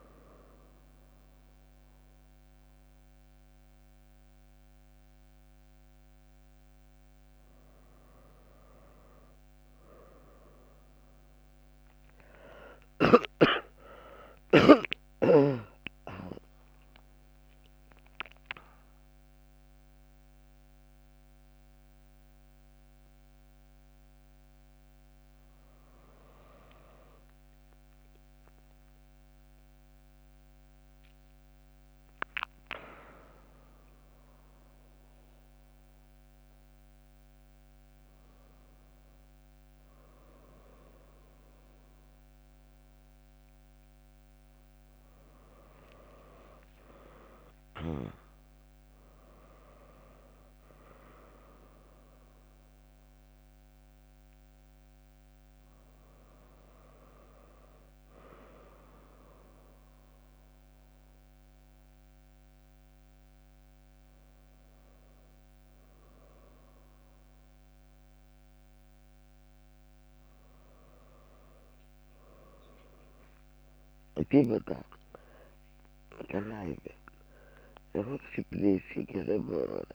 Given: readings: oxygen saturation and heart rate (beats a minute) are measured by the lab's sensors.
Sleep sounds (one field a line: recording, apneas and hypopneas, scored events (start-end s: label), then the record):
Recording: breathing in sleep by a microphone on the trachea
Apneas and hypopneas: none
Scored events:
13.00-15.00 s: long interval between heartbeats (device-marked, heart rate 84 before, 93 extreme)
15.50-19.00 s: arousal
46.00-48.00 s: long interval between heartbeats (device-marked, heart rate 84 before, 74 extreme)
54.00-66.00 s: drop in pulse transit time (device-marked, heart rate 82 before, 84 extreme)
70.00-79.95 s: new sleep stage, awake
From the record:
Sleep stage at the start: N1 (lightest sleep)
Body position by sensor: on the back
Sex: female